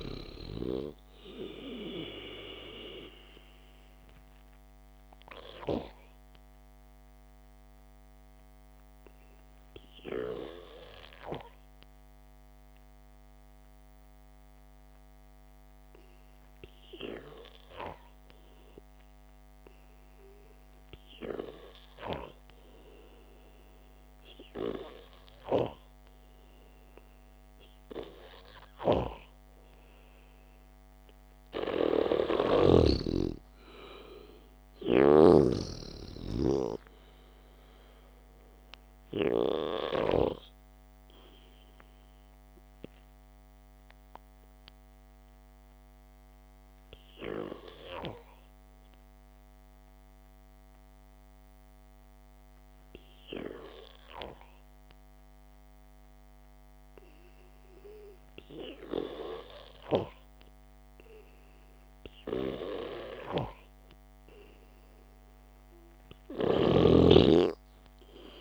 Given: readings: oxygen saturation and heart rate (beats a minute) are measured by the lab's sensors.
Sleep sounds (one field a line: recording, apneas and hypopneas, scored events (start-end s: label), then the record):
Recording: breathing in sleep by a microphone on the trachea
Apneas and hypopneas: 2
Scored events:
0.00-1.50 s: snoring (device-marked)
0.00-25.00 s: oxygen desaturation (device-marked, oxygen 93% lowest, heart rate 54 extreme)
7.00-31.00 s: hypopnea (oxygen 98% before, 93% lowest, heart rate 57 before, 54 extreme)
33.00-36.50 s: arousal
45.00-58.00 s: obstructive apnea (oxygen 97% before, 91% lowest, heart rate 58 before, 55 extreme, up 1 after)
58.00-65.00 s: oxygen desaturation (device-marked, oxygen 96% before, 93% lowest, heart rate 62 before, 55 extreme)
61.00-65.00 s: arousal
From the record:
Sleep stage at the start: N2 (light sleep)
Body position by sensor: on the back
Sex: male